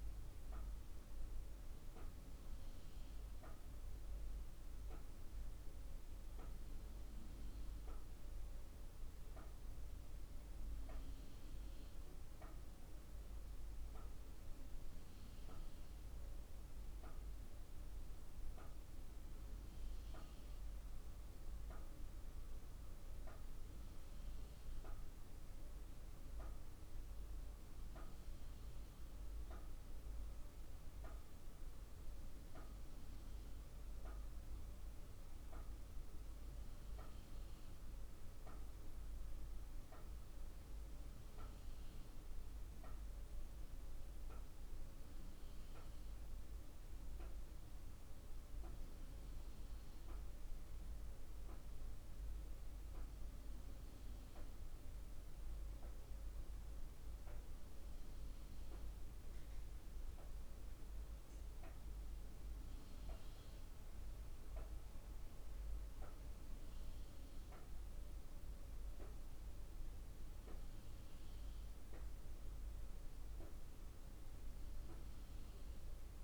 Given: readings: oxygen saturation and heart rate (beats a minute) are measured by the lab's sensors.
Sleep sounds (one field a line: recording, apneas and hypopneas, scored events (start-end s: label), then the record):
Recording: breathing in sleep, hard to hear, by a room microphone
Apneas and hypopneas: none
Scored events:
none scored
From the record:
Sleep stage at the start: N2 (light sleep)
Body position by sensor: on the right side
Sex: female